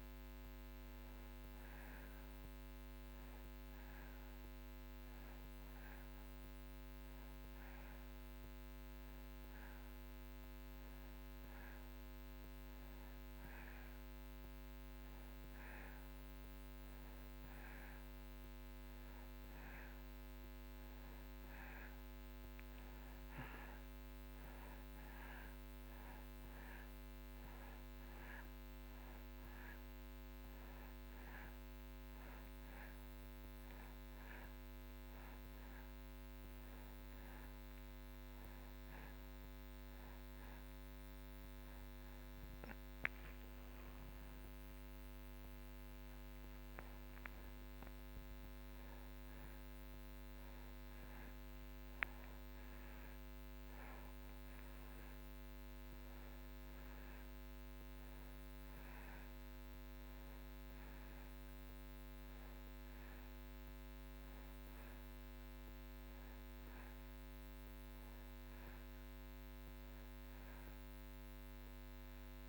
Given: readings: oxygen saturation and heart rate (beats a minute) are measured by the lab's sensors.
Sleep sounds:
a person partly awake in a sleep study, hard to hear, by a microphone on the trachea; none
21.00-51.00 s: new sleep stage, awake
51.00-72.49 s: new sleep stage, N2 (light sleep)
From the record:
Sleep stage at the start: N2 (light sleep); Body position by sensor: on the back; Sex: male

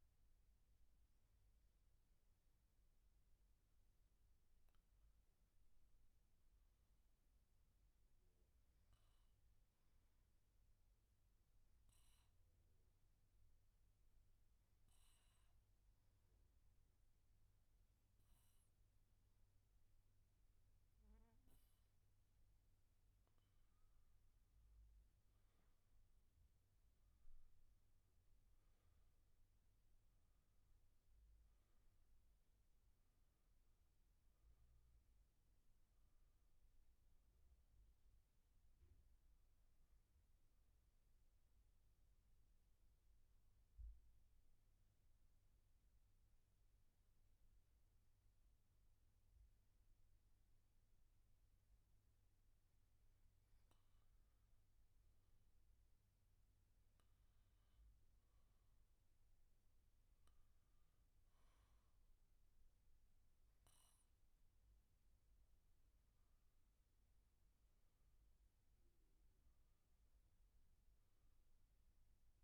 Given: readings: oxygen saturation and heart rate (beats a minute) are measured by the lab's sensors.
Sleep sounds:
breathing in sleep, hard to hear, by a room microphone; 2
11.00-22.50 s: obstructive apnea (oxygen 96% before, 87% lowest, heart rate 70 before, 66 extreme, up 11 after)
24.50-29.50 s: arousal
26.50-41.50 s: oxygen desaturation (device-marked, oxygen 94% before, 87% lowest, heart rate 69 before, 63 extreme)
43.00-54.00 s: obstructive apnea (oxygen 94% before, 90% lowest, heart rate 75 before, 63 extreme, up 6 after)
56.00-60.50 s: arousal
61.50-72.44 s: oxygen desaturation (device-marked, oxygen 96% before, 90% lowest, heart rate 68 before, 63 extreme)
From the record:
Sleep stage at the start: N2 (light sleep); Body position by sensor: on the back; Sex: male

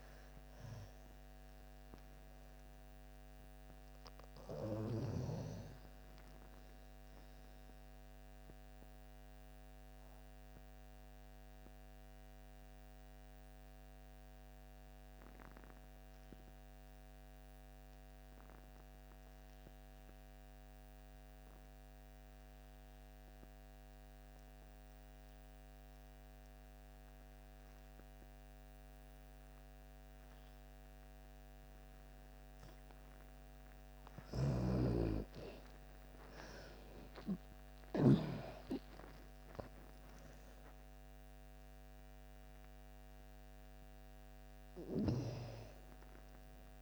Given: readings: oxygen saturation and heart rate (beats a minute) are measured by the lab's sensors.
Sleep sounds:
breathing in sleep by a microphone on the trachea; 1
0.00-23.00 s: oxygen desaturation (device-marked, oxygen 82% lowest)
5.50-33.50 s: mixed apnea (oxygen 99% before, 81% lowest)
32.00-46.82 s: oxygen desaturation (device-marked, oxygen 99% before, 81% lowest)
33.50-37.50 s: snoring (device-marked)
36.00-40.00 s: arousal
From the record:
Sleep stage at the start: N2 (light sleep); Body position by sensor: on the back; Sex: female

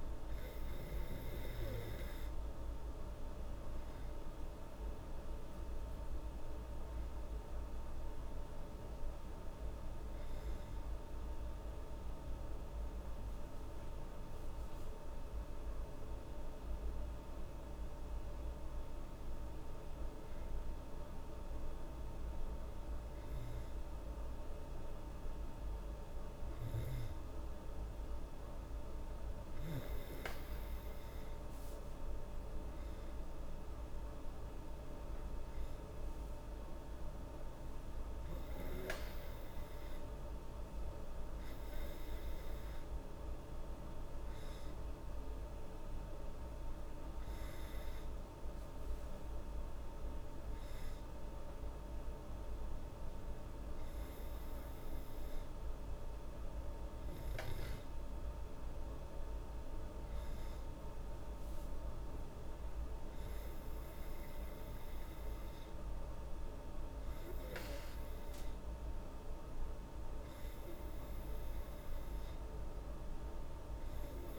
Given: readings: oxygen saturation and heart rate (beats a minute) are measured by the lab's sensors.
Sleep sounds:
breathing in sleep, hard to hear, by a room microphone; none
none scored
From the record:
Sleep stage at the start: N2 (light sleep); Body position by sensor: on the back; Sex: female

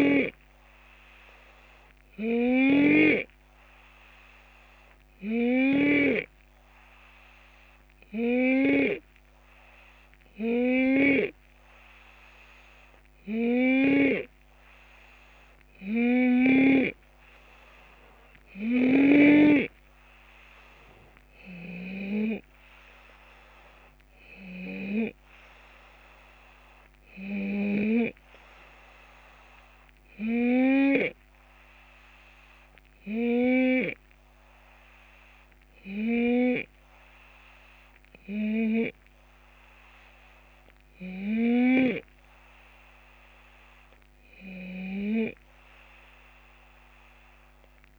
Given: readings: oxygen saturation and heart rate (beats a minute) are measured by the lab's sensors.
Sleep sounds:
breathing in sleep by a microphone on the trachea; 2
0.00-14.00 s: snoring (device-marked)
1.50-12.50 s: hypopnea (oxygen 94% before, 90% lowest)
17.50-21.00 s: arousal
18.50-22.00 s: snoring (device-marked)
32.50-43.50 s: hypopnea (oxygen 91% before, 90% lowest)
44.50-47.99 s: snoring (device-marked)
From the record:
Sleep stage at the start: N2 (light sleep); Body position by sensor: on the left side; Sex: male

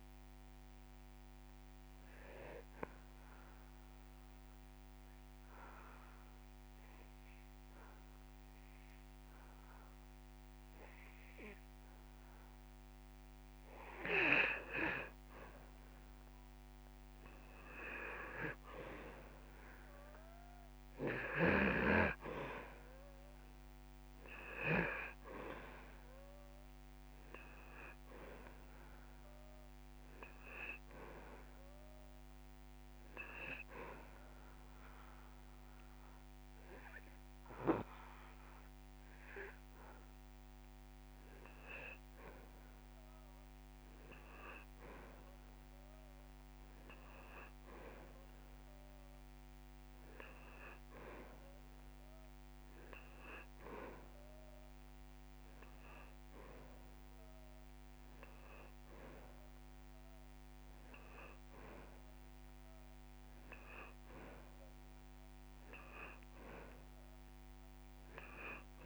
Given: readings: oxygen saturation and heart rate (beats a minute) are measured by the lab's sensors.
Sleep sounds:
breathing in sleep by a microphone on the trachea; 2
3.00-14.00 s: obstructive apnea (oxygen 98% before, 90% lowest)
17.00-21.00 s: arousal
23.50-41.50 s: oxygen desaturation (device-marked, oxygen 97% before, 90% lowest)
33.50-43.50 s: obstructive apnea (oxygen 97% before, 90% lowest)
45.50-49.00 s: arousal
51.00-53.00 s: long interval between heartbeats (device-marked)
From the record:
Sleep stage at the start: N2 (light sleep); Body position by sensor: on the back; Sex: male

